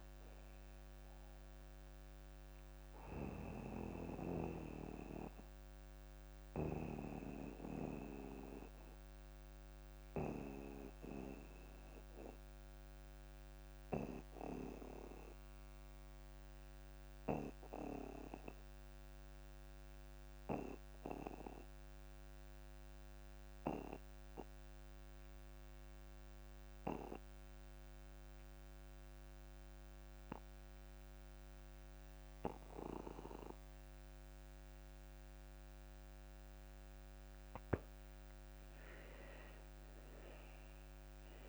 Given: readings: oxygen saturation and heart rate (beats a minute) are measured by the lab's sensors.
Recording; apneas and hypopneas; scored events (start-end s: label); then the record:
breathing in sleep by a microphone on the trachea; 1
0.00-20.50 s: oxygen desaturation (device-marked, oxygen 85% lowest)
4.00-37.00 s: obstructive apnea (oxygen 98% before, 81% lowest)
32.50-41.49 s: oxygen desaturation (device-marked, oxygen 99% before, 81% lowest)
39.50-41.49 s: arousal
From the record:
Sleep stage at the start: N2 (light sleep); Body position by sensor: on the back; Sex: male